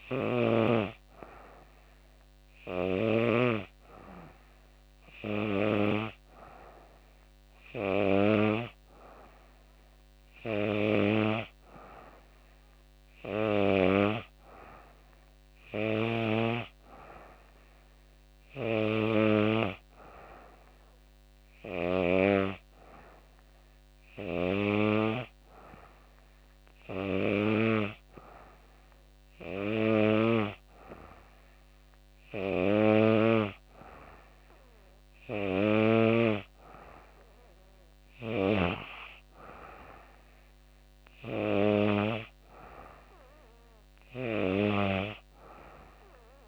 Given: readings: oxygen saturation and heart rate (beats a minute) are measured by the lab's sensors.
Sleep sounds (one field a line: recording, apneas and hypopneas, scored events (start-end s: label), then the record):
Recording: breathing in sleep by a microphone on the trachea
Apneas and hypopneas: none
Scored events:
none scored
From the record:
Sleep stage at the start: N3 (deep sleep)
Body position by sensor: on the back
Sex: female